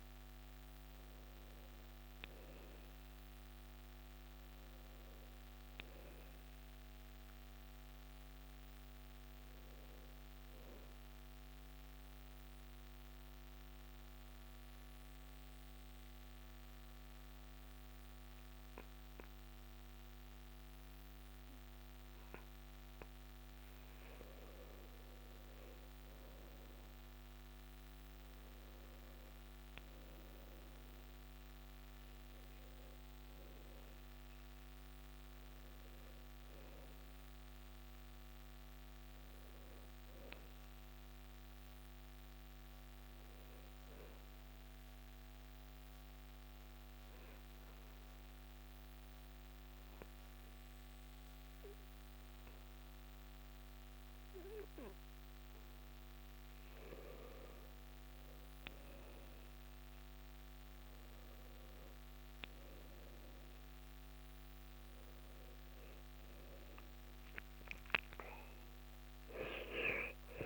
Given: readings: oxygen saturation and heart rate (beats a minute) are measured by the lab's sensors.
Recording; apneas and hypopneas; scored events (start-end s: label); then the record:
breathing in sleep, hard to hear, by a microphone on the trachea; 2
2.00-14.00 s: oxygen desaturation (device-marked, oxygen 92% before, 89% lowest, heart rate 72 before, 64 extreme)
5.00-9.00 s: arousal
12.00-23.50 s: obstructive apnea (oxygen 94% before, 91% lowest, heart rate 69 before, 64 extreme, up 9 after)
25.00-30.50 s: arousal
29.00-59.00 s: oxygen desaturation (device-marked, oxygen 97% before, 91% lowest, heart rate 66 before, 65 extreme)
44.50-57.00 s: obstructive apnea (oxygen 97% before, 90% lowest, heart rate 70 before, 65 extreme, up 8 after)
58.50-62.50 s: arousal
61.00-70.46 s: oxygen desaturation (device-marked, oxygen 96% before, 91% lowest, heart rate 66 before, 64 extreme)
From the record:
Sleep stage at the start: N2 (light sleep); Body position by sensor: on the back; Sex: male